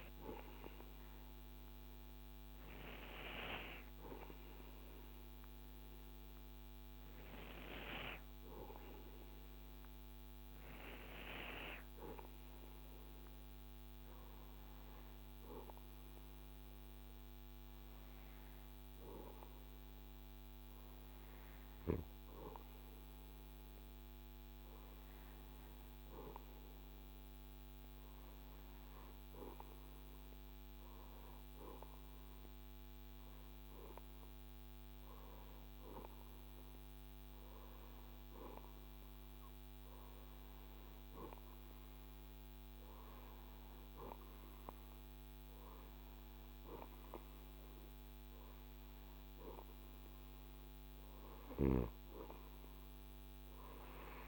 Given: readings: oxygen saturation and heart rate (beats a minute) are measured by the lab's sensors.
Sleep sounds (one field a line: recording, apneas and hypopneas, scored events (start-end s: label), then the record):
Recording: breathing in sleep by a microphone on the trachea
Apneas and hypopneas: 1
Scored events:
19.00-22.50 s: arousal
28.50-48.00 s: hypopnea (oxygen 97% before, 95% lowest, heart rate 71 before, 67 extreme, up 11 after)
49.00-53.50 s: arousal
From the record:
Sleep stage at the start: REM sleep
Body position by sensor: on the right side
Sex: male